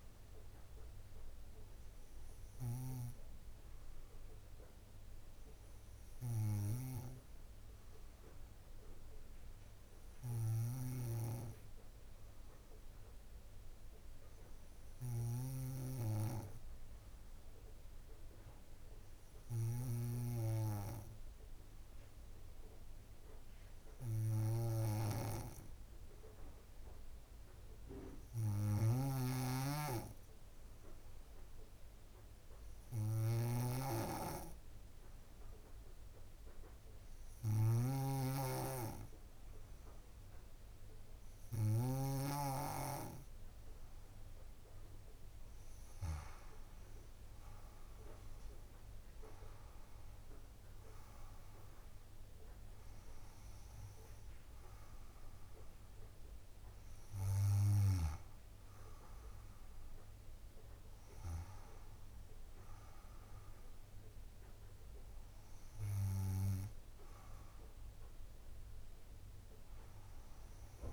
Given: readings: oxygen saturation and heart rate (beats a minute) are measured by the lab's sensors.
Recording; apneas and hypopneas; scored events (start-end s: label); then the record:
breathing in sleep by a room microphone; 1
2.00-42.50 s: hypopnea (oxygen 96% before, 93% lowest, heart rate 62 before, 58 extreme, up 8 after)
28.00-56.00 s: oxygen desaturation (device-marked, oxygen 98% before, 93% lowest, heart rate 60 before, 53 extreme)
29.00-42.50 s: snoring (device-marked)
48.50-53.50 s: arousal
From the record:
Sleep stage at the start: N2 (light sleep); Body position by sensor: on the back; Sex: female